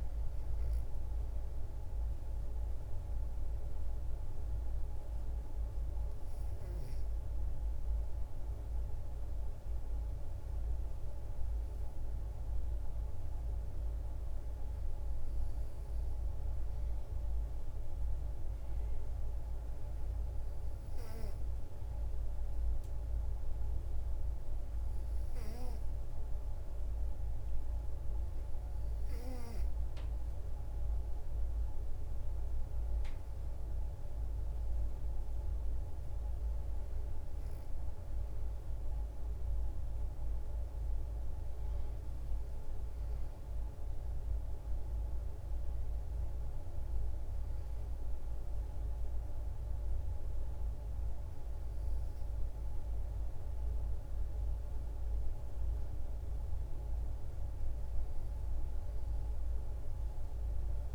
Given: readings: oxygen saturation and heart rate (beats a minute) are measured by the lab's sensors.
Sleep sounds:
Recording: breathing in sleep, hard to hear, by a room microphone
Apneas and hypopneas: 1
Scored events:
2.00-15.50 s: hypopnea (oxygen 93% before, 91% lowest, heart rate 59 before, 55 extreme, up 9 after)
17.50-21.00 s: arousal
26.50-39.50 s: oxygen desaturation (device-marked, oxygen 96% before, 92% lowest, heart rate 58 before, 54 extreme)
From the record:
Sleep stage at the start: N2 (light sleep)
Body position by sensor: on the back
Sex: female

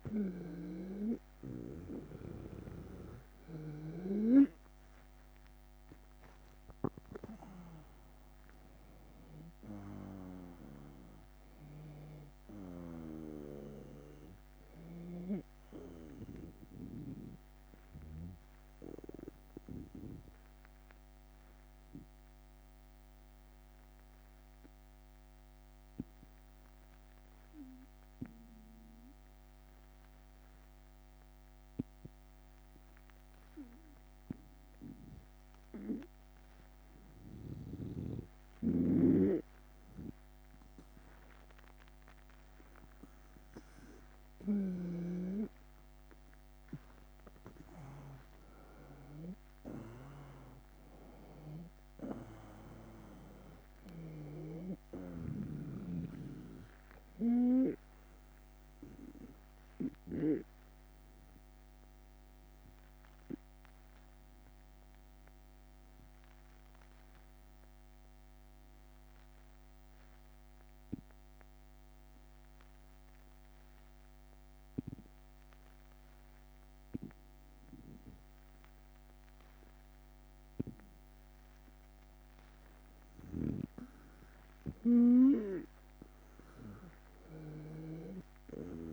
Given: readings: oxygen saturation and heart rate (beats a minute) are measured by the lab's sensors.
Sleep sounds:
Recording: breathing in sleep by a microphone on the trachea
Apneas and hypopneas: 2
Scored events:
0.00-3.50 s: snoring (device-marked)
0.00-5.50 s: arousal
0.50-16.50 s: oxygen desaturation (device-marked, oxygen 97% before, 92% lowest, heart rate 77 before, 77 extreme)
4.50-16.50 s: drop in pulse transit time (device-marked, heart rate 78 before, 81 extreme)
20.50-37.00 s: obstructive apnea (oxygen 97% before, 91% lowest, heart rate 82 before, 77 extreme, up 3 after)
38.00-60.00 s: snoring (device-marked)
43.50-69.50 s: oxygen desaturation (device-marked, oxygen 97% before, 91% lowest, heart rate 78 before, 75 extreme)
46.50-51.00 s: arousal
47.50-59.50 s: drop in pulse transit time (device-marked, heart rate 78 before, 82 extreme)
63.00-82.00 s: obstructive apnea (oxygen 97% before, 91% lowest, heart rate 83 before, 75 extreme, up 5 after)
84.00-88.92 s: snoring (device-marked)
85.50-88.92 s: oxygen desaturation (device-marked, oxygen 97% before, 91% lowest, heart rate 76 before, 74 extreme)
86.50-88.92 s: arousal
From the record:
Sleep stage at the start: N2 (light sleep)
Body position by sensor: on the right side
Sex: male

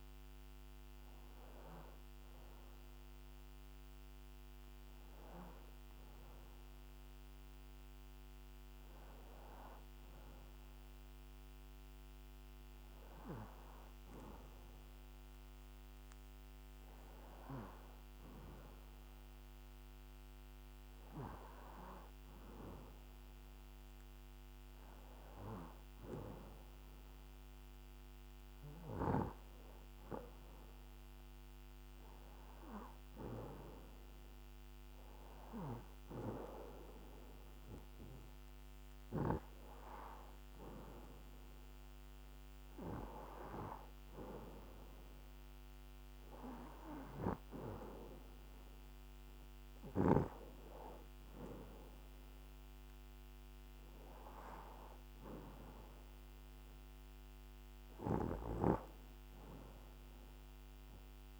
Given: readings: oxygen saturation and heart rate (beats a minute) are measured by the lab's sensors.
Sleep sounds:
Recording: breathing in sleep by a microphone on the trachea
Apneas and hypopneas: none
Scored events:
none scored
From the record:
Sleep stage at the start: N2 (light sleep)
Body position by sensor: on the back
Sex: male

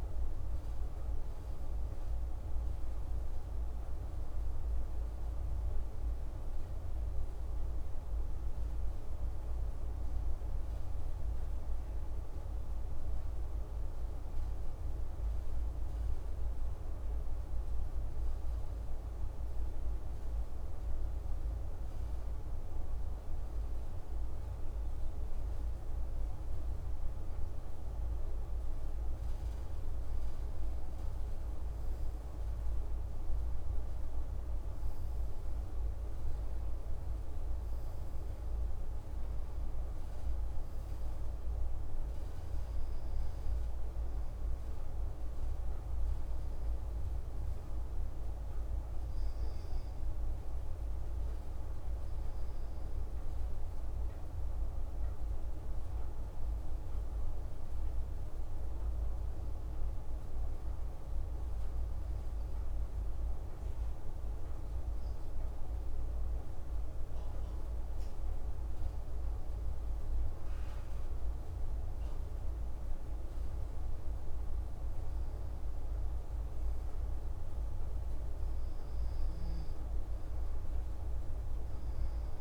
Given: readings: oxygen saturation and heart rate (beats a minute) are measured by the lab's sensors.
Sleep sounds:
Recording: breathing in sleep, hard to hear, by a room microphone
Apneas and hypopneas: 2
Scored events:
0.00-5.00 s: oxygen desaturation (device-marked, oxygen 92% lowest)
7.00-11.50 s: arousal
15.50-29.00 s: obstructive apnea (oxygen 95% before, 94% lowest)
31.00-37.50 s: arousal
53.00-69.00 s: hypopnea (oxygen 97% before, 94% lowest)
70.50-75.00 s: arousal
From the record:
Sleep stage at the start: N2 (light sleep)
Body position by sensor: on the back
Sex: male

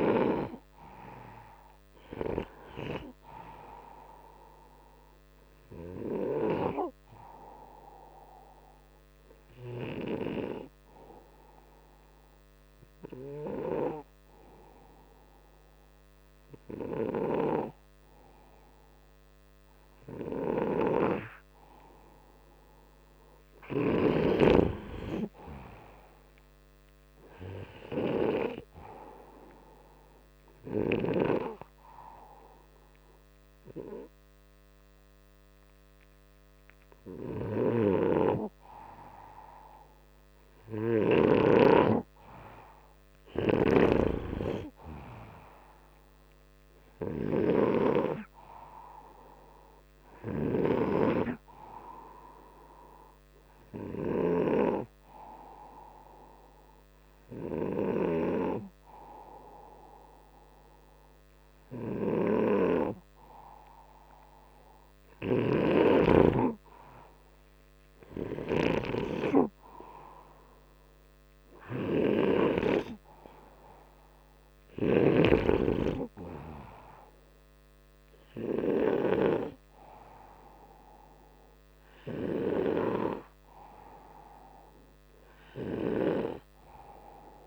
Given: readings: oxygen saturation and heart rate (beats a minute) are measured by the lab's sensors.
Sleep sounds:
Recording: breathing in sleep by a microphone on the trachea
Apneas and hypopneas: 1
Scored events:
2.50-6.00 s: arousal
8.00-21.50 s: hypopnea (oxygen 97% before, 93% lowest, heart rate 65 before, 58 extreme, up 12 after)
23.00-26.50 s: arousal
37.00-41.00 s: snoring (device-marked)
43.00-50.50 s: snoring (device-marked)
61.50-75.00 s: snoring (device-marked)
72.50-76.50 s: arousal
From the record:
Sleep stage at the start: N2 (light sleep)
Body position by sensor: upright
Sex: male

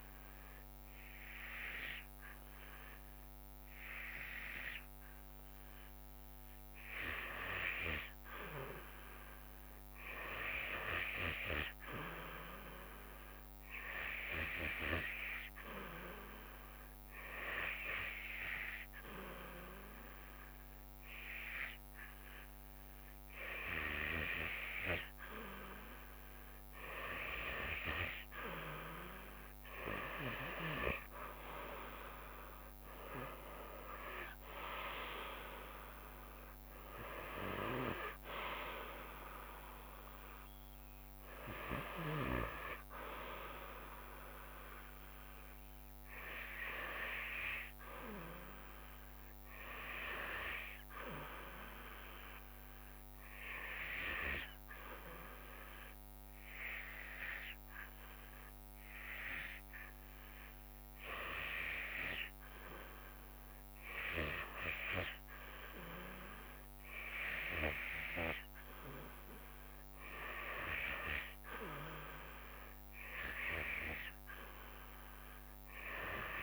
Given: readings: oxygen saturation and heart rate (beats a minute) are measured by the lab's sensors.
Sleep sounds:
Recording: breathing in sleep by a microphone on the trachea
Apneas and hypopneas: 2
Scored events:
11.00-18.00 s: drop in pulse transit time (device-marked, heart rate 68 before, 70 extreme)
14.50-26.00 s: hypopnea (oxygen 96% before, 91% lowest, heart rate 69 before, 64 extreme, up 17 after)
31.00-36.00 s: arousal
31.00-44.00 s: drop in pulse transit time (device-marked, heart rate 69 before, 72 extreme)
32.00-55.00 s: oxygen desaturation (device-marked, oxygen 94% before, 91% lowest, heart rate 69 before, 65 extreme)
52.00-76.43 s: new sleep stage, REM sleep
53.00-64.50 s: hypopnea (oxygen 96% before, 93% lowest, heart rate 76 before, 65 extreme, up 4 after)
68.00-72.50 s: arousal
73.00-76.43 s: oxygen desaturation (device-marked, oxygen 97% before, 93% lowest, heart rate 68 before, 69 extreme)
From the record:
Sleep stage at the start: N2 (light sleep)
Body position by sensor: on the back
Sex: female

